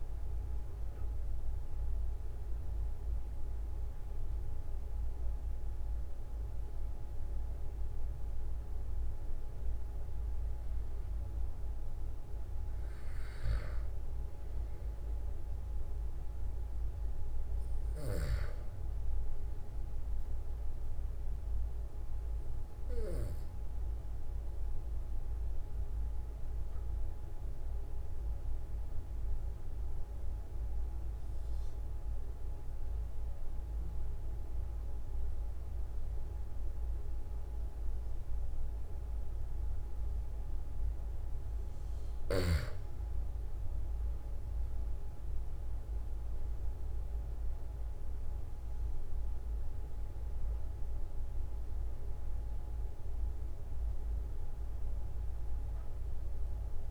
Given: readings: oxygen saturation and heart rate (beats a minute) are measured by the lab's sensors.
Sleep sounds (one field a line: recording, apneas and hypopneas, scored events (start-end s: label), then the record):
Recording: breathing in sleep, hard to hear, by a room microphone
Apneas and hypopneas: 1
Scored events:
0.00-1.50 s: arousal
21.50-41.50 s: obstructive apnea (oxygen 96% before, 93% lowest, heart rate 45 before, 44 extreme, up 4 after)
43.50-48.00 s: arousal
From the record:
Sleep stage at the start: N2 (light sleep)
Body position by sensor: on the back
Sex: male